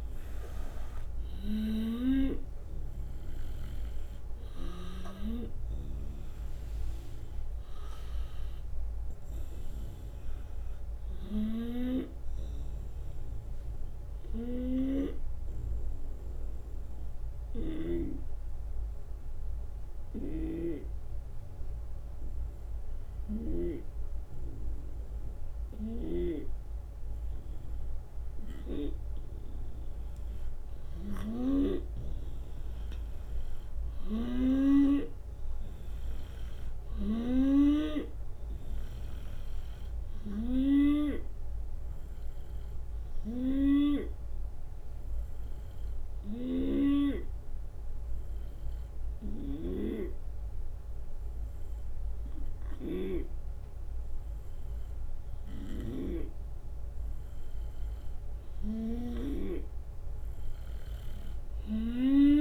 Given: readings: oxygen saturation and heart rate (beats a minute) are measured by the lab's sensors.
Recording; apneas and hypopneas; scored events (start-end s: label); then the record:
breathing in sleep by a room microphone; 2
0.00-3.50 s: snoring (device-marked)
0.00-14.00 s: oxygen desaturation (device-marked, oxygen 91% lowest)
15.00-28.50 s: hypopnea (oxygen 96% before, 88% lowest)
20.00-23.50 s: snoring (device-marked)
30.50-34.00 s: arousal
30.50-41.00 s: snoring (device-marked)
35.00-54.00 s: oxygen desaturation (device-marked, oxygen 96% before, 92% lowest)
43.00-47.00 s: snoring (device-marked)
44.50-58.00 s: hypopnea (oxygen 96% before, 88% lowest)
49.00-62.41 s: snoring (device-marked)
59.00-62.41 s: arousal
From the record:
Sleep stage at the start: N2 (light sleep); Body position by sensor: on the right side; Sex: male